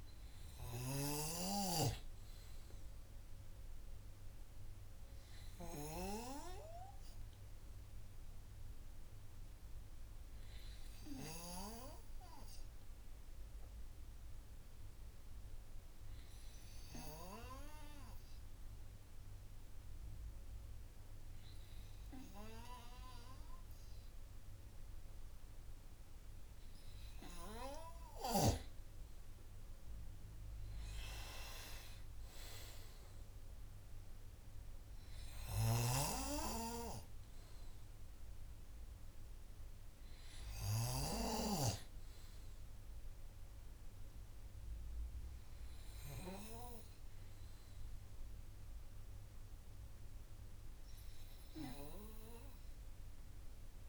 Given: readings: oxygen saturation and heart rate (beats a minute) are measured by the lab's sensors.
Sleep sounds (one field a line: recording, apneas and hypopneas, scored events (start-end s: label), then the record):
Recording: breathing in sleep by a room microphone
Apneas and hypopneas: 1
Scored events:
0.00-1.00 s: snoring (device-marked)
1.50-4.50 s: arousal
14.00-27.50 s: hypopnea (oxygen 98% before, 94% lowest, heart rate 64 before, 56 extreme, up 5 after)
31.00-34.00 s: arousal
35.50-41.00 s: snoring (device-marked)
From the record:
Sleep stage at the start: N2 (light sleep)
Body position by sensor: on the right side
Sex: male